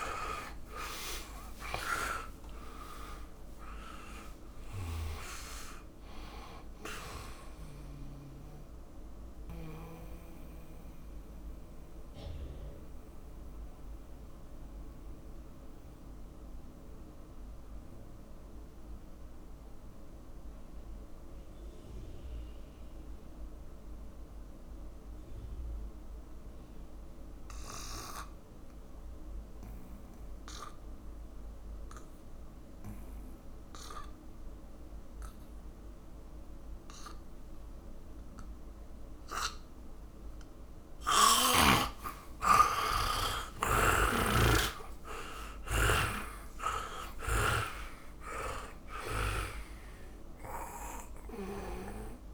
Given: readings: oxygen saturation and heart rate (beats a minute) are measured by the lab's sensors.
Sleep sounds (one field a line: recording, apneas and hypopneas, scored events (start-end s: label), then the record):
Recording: breathing in sleep by a room microphone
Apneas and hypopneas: 1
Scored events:
0.00-1.50 s: arousal
0.00-5.00 s: tachycardia (device-marked, heart rate 119 extreme)
0.00-32.00 s: oxygen desaturation (device-marked, oxygen 77% lowest, heart rate 45 extreme)
9.50-41.00 s: mixed apnea (oxygen 99% before, 77% lowest, heart rate 75 before, 50 extreme)
37.00-52.34 s: oxygen desaturation (device-marked, oxygen 100% before, 78% lowest, heart rate 57 before, 49 extreme)
42.00-47.00 s: arousal
43.00-49.00 s: tachycardia (device-marked, heart rate 66 before, 124 extreme)
44.00-52.00 s: snoring (device-marked)
From the record:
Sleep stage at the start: N2 (light sleep)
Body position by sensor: on the back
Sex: male